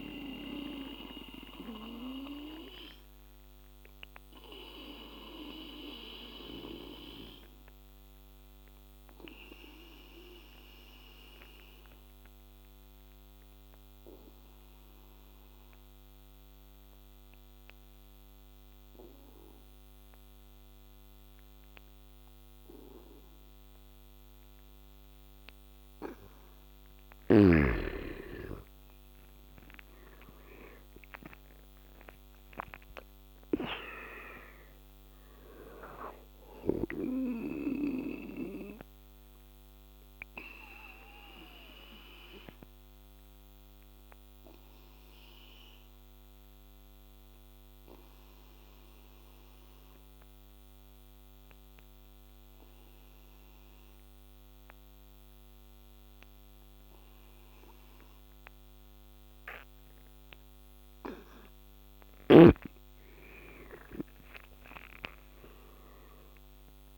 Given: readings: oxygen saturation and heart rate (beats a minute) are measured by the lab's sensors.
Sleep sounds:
breathing in sleep by a microphone on the trachea; 2
0.00-19.00 s: oxygen desaturation (device-marked, oxygen 84% lowest, heart rate 72 extreme)
0.50-26.00 s: obstructive apnea (oxygen 99% before, 84% lowest, heart rate 80 before, 72 extreme, up 13 after)
25.00-36.00 s: oxygen desaturation (device-marked, oxygen 99% before, 89% lowest, heart rate 74 before, 71 extreme)
28.00-32.50 s: arousal
38.00-55.00 s: oxygen desaturation (device-marked, oxygen 95% before, 86% lowest, heart rate 79 before, 71 extreme)
38.50-60.50 s: obstructive apnea (oxygen 99% before, 86% lowest, heart rate 79 before, 71 extreme, up 15 after)
57.00-66.98 s: oxygen desaturation (device-marked, oxygen 99% before, 89% lowest, heart rate 78 before, 73 extreme)
61.50-66.50 s: arousal
From the record:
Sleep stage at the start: N2 (light sleep); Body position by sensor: on the back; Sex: male

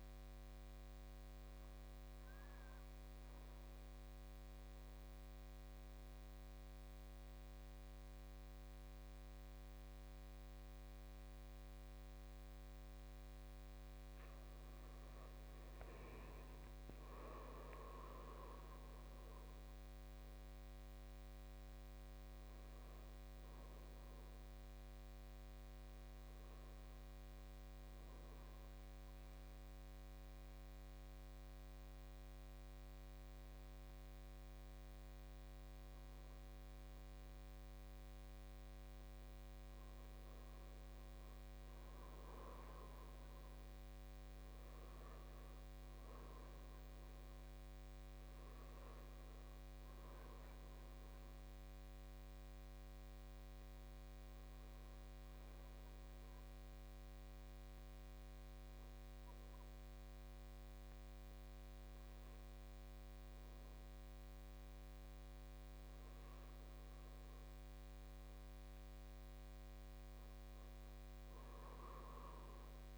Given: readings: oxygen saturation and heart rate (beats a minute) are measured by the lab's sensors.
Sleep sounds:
breathing in sleep, hard to hear, by a microphone on the trachea; 3
0.00-1.00 s: oxygen desaturation (device-marked, oxygen 92% lowest, heart rate 49 extreme)
2.00-13.50 s: central apnea (oxygen 97% before, 94% lowest, heart rate 56 before, 49 extreme, up 12 after)
3.00-33.00 s: new sleep stage, N2 (light sleep)
17.00-21.00 s: arousal
29.50-40.50 s: central apnea (oxygen 99% before, 93% lowest, heart rate 56 before, 57 extreme, up 5 after)
33.00-72.98 s: new sleep stage, N1 (lightest sleep)
36.00-41.00 s: oxygen desaturation (device-marked, oxygen 97% before, 94% lowest, heart rate 59 before, 57 extreme)
43.50-47.50 s: arousal
51.00-68.50 s: obstructive apnea (oxygen 98% before, 91% lowest, heart rate 60 before, 46 extreme, up 8 after)
55.00-63.00 s: oxygen desaturation (device-marked, oxygen 98% before, 94% lowest, heart rate 61 before, 55 extreme)
71.00-72.98 s: arousal
From the record:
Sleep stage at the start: N1 (lightest sleep); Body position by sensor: on the back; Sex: male

